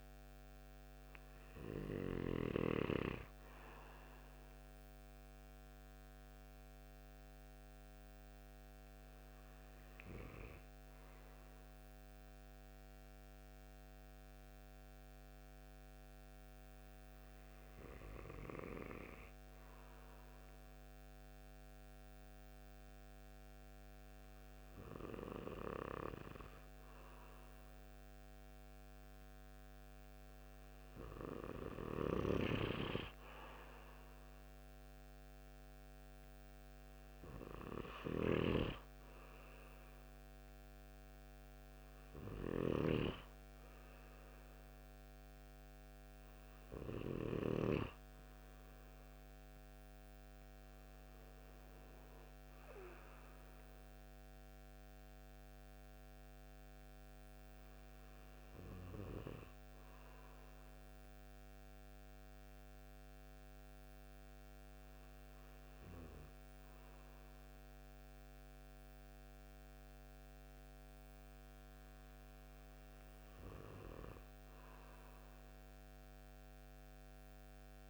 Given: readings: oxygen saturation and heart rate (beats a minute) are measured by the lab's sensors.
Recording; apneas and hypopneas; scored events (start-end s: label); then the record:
breathing in sleep by a microphone on the trachea; 1
5.50-26.50 s: hypopnea (oxygen 95% before, 94% lowest)
29.50-34.00 s: arousal
37.50-47.00 s: snoring (device-marked)
From the record:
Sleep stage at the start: N2 (light sleep); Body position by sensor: on the right side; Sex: male